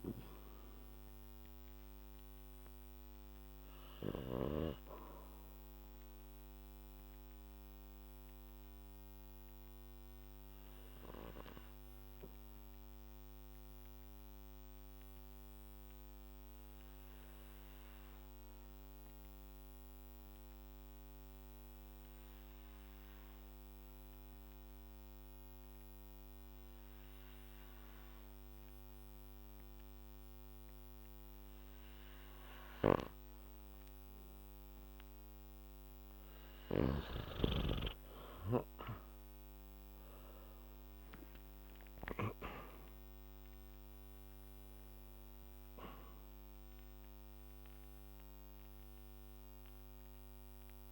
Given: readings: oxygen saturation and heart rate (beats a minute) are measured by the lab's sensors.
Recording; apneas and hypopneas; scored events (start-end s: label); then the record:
breathing in sleep by a microphone on the trachea; 1
0.00-26.00 s: oxygen desaturation (device-marked, oxygen 86% lowest, heart rate 54 extreme)
7.00-36.00 s: obstructive apnea (oxygen 99% before, 86% lowest, heart rate 61 before, 54 extreme, up 9 after)
38.00-42.50 s: arousal
From the record:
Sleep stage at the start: N2 (light sleep); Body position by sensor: on the back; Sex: male